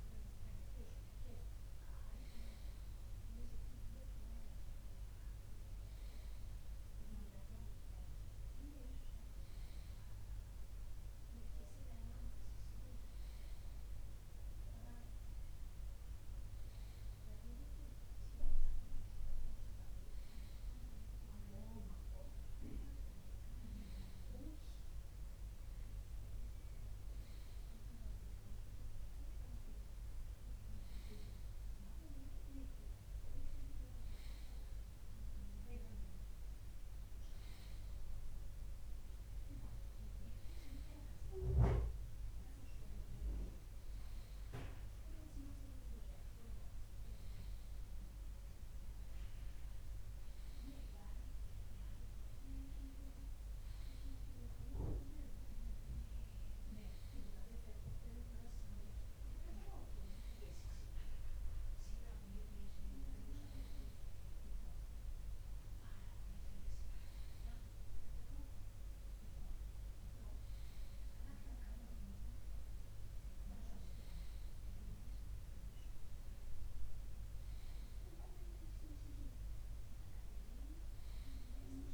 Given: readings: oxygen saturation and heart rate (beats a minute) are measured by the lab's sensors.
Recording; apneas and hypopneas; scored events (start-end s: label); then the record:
breathing in sleep by a room microphone; none
20.00-22.00 s: bradycardia (device-marked, heart rate 61 before, 60 extreme)
23.00-28.00 s: bradycardia (device-marked, heart rate 61 before, 59 extreme)
From the record:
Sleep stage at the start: N2 (light sleep); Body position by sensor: on the left side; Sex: male